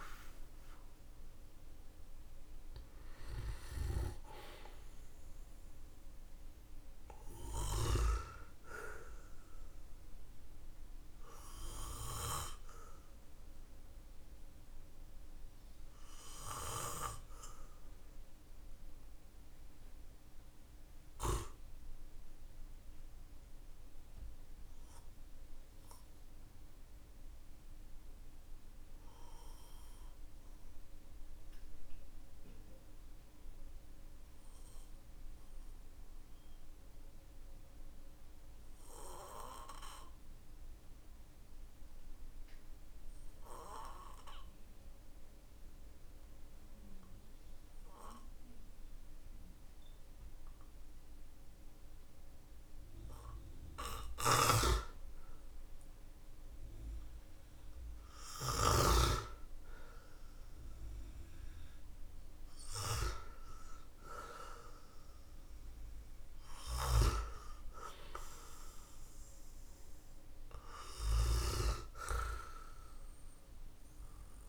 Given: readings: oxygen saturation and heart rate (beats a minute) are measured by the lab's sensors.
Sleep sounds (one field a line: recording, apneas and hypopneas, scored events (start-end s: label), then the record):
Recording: breathing in sleep by a room microphone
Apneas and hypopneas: 1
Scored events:
0.00-7.50 s: snoring (device-marked)
3.00-34.00 s: oxygen desaturation (device-marked, oxygen 98% before, 93% lowest, heart rate 54 before, 41 extreme)
10.00-52.00 s: obstructive apnea (oxygen 100% before, 93% lowest, heart rate 53 before, 43 extreme, up 13 after)
53.50-57.50 s: arousal
53.50-58.00 s: snoring (device-marked)
66.00-71.00 s: snoring (device-marked)
73.00-74.49 s: oxygen desaturation (device-marked, oxygen 96% before, 93% lowest, heart rate 54 before, 44 extreme)
From the record:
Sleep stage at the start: N2 (light sleep)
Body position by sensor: on the back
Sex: male